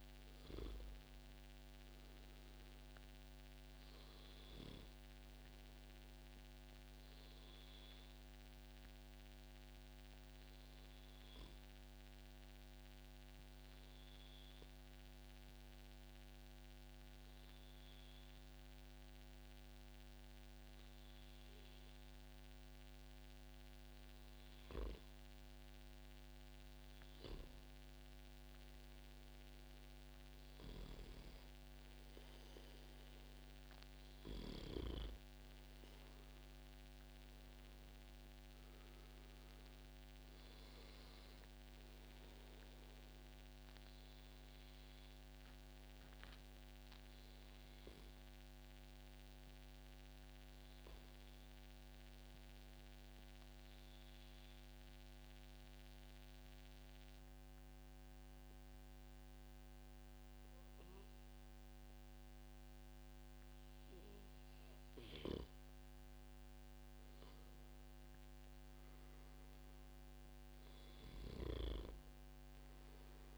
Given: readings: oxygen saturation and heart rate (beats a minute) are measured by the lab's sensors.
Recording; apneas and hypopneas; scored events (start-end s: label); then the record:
breathing in sleep, hard to hear, by a microphone on the trachea; 2
7.50-25.00 s: obstructive apnea (oxygen 96% before, 94% lowest, heart rate 132 before, 109 extreme, up 2 after)
28.50-31.50 s: arousal
42.00-64.00 s: obstructive apnea (oxygen 96% before, 94% lowest, heart rate 144 before, 109 extreme)
46.00-48.00 s: long interval between heartbeats (device-marked, heart rate 142 before, 117 extreme)
48.00-50.00 s: long interval between heartbeats (device-marked, heart rate 140 before, 109 extreme)
66.50-71.00 s: arousal
From the record:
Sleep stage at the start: N2 (light sleep); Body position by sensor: on the back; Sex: male